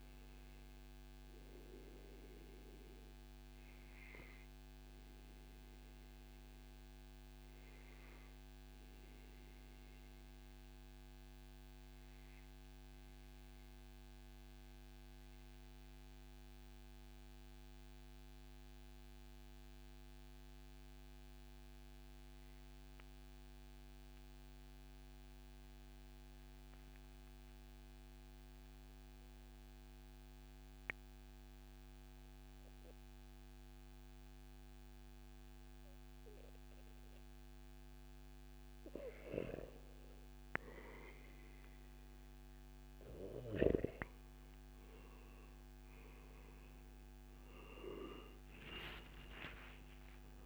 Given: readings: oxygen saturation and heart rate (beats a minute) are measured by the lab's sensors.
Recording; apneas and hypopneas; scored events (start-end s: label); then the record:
breathing in sleep by a microphone on the trachea; 1
0.00-10.50 s: oxygen desaturation (device-marked, oxygen 90% lowest, heart rate 142 extreme)
5.00-39.00 s: mixed apnea (oxygen 96% before, 90% lowest, heart rate 140 before, 114 extreme, up 20 after)
38.50-49.50 s: oxygen desaturation (device-marked, oxygen 98% before, 94% lowest, heart rate 143 before, 107 extreme)
43.50-48.00 s: arousal
From the record:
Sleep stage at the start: REM sleep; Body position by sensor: on the back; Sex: male